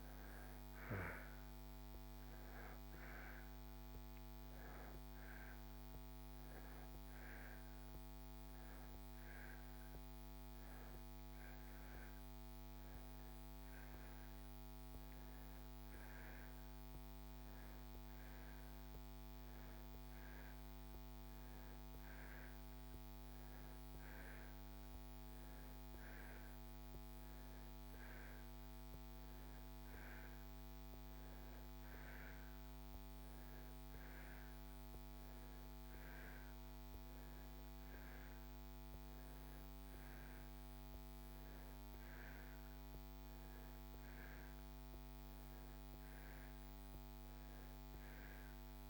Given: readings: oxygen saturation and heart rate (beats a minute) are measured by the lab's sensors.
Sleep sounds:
breathing in sleep, hard to hear, by a microphone on the trachea; none
none scored
From the record:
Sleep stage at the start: N2 (light sleep); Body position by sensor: on the back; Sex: male

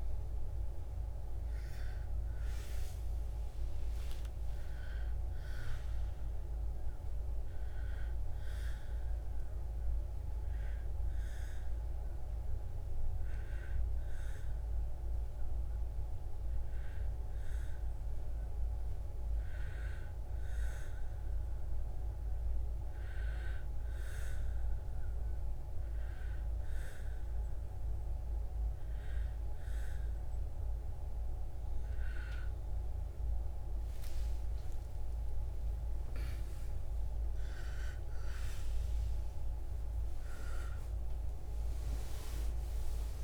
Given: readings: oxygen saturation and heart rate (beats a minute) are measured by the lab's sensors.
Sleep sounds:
breathing in sleep, hard to hear, by a room microphone; 1
3.00-7.50 s: arousal
10.00-30.00 s: hypopnea (oxygen 95% before, 93% lowest, heart rate 68 before, 67 extreme, up 16 after)
32.00-36.00 s: arousal
From the record:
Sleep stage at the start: N1 (lightest sleep); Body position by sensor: on the back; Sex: female

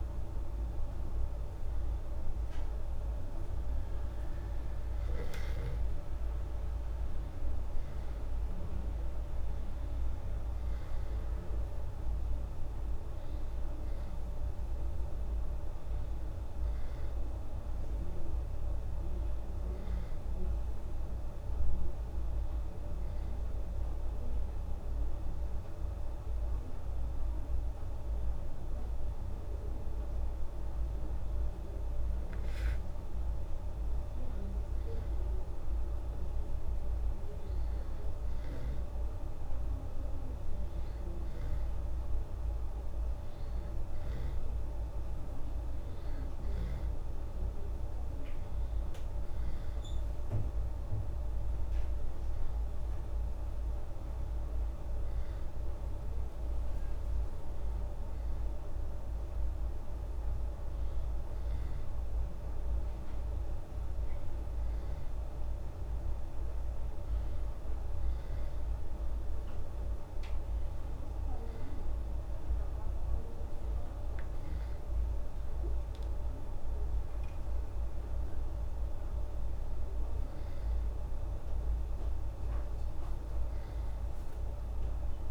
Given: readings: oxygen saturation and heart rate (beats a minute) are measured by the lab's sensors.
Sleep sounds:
breathing in sleep, hard to hear, by a room microphone; 1
15.50-19.50 s: arousal
25.00-36.00 s: hypopnea (oxygen 97% before, 94% lowest, heart rate 75 before, 75 extreme, up 22 after)
38.00-41.50 s: arousal
68.50-72.50 s: arousal
From the record:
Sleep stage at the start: N2 (light sleep); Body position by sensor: on the back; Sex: female

